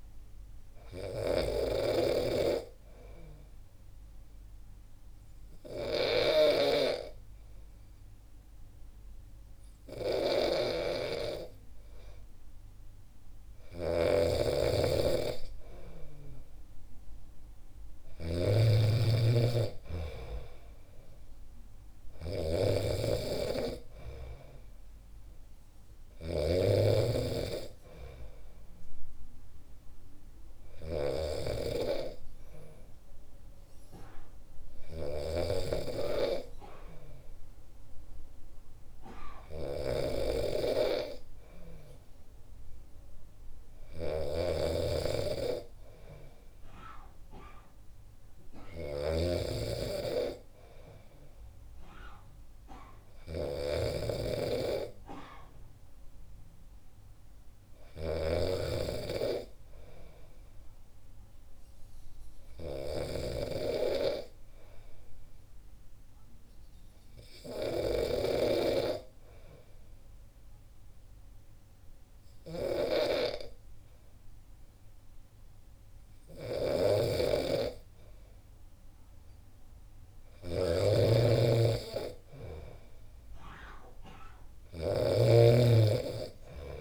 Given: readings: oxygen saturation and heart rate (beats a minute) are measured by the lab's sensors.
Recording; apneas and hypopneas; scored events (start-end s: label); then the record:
breathing in sleep by a room microphone; 2
0.00-1.50 s: arousal
0.00-7.00 s: snoring (device-marked)
3.50-15.00 s: obstructive apnea (oxygen 97% before, 90% lowest, heart rate 64 before, 64 extreme, up 1 after)
14.00-26.50 s: snoring (device-marked)
17.00-20.00 s: arousal
20.00-37.00 s: oxygen desaturation (device-marked, oxygen 95% before, 90% lowest, heart rate 65 before, 63 extreme)
35.00-68.50 s: snoring (device-marked)
58.50-61.50 s: arousal
64.00-78.50 s: hypopnea (oxygen 97% before, 92% lowest, heart rate 64 before, 61 extreme, up 1 after)
76.50-86.81 s: snoring (device-marked)
81.50-85.00 s: arousal
From the record:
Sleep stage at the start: N2 (light sleep); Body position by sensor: on the back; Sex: male